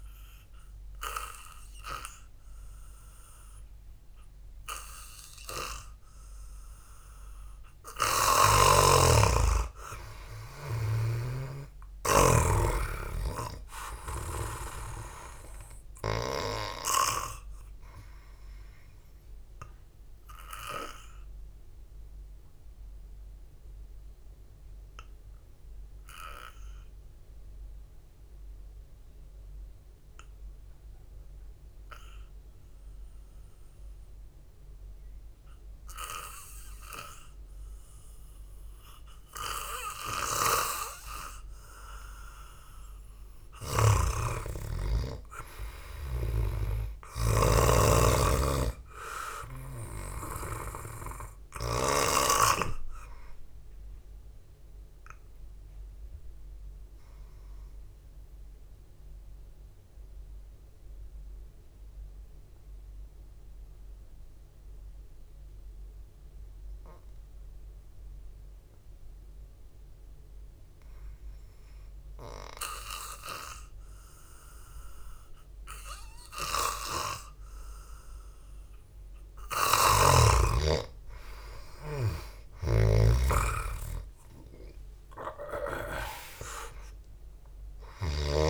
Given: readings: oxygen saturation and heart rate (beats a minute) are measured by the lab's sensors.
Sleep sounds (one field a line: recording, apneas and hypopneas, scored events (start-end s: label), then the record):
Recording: breathing in sleep by a room microphone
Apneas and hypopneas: 2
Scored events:
0.00-4.00 s: oxygen desaturation (device-marked, oxygen 95% before, 91% lowest, heart rate 63 before, 54 extreme)
8.00-12.50 s: arousal
21.50-34.00 s: obstructive apnea (oxygen 98% before, 92% lowest, heart rate 60 before, 52 extreme, up 6 after)
22.00-25.00 s: oxygen desaturation (device-marked, oxygen 96% before, 92% lowest, heart rate 59 before, 52 extreme)
40.50-52.50 s: snoring (device-marked)
46.00-49.50 s: arousal
58.50-73.00 s: obstructive apnea (oxygen 97% before, 92% lowest, heart rate 56 before, 54 extreme)
81.50-85.50 s: arousal
83.00-88.50 s: snoring (device-marked)
From the record:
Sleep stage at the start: N2 (light sleep)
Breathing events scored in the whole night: 459 in 5.0 hours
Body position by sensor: on the back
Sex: male